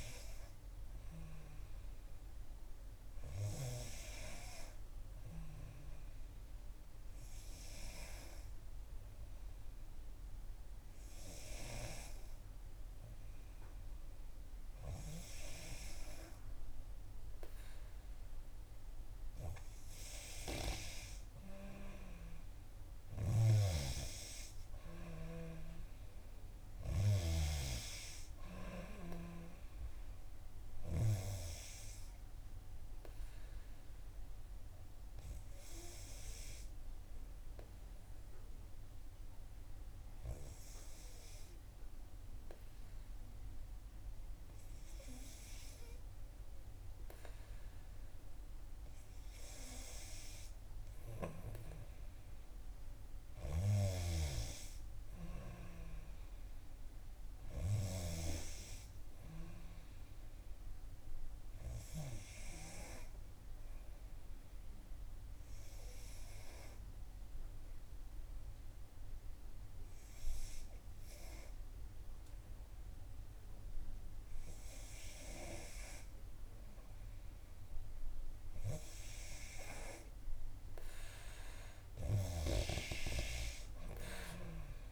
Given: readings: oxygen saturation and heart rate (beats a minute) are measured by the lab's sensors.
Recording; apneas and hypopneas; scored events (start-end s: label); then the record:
breathing in sleep by a room microphone; 3
6.00-19.50 s: hypopnea (oxygen 93% before, 90% lowest, heart rate 63 before, 61 extreme, up 2 after)
22.00-26.00 s: arousal
31.50-48.50 s: hypopnea (oxygen 93% before, 90% lowest, heart rate 65 before, 60 extreme, up 3 after)
50.50-54.00 s: arousal
63.00-74.00 s: obstructive apnea (oxygen 93% before, 90% lowest, heart rate 62 before, 60 extreme, up 5 after)
75.50-79.00 s: arousal
From the record:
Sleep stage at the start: N2 (light sleep); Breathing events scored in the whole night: 415 in 6.4 hours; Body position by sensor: on the back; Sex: female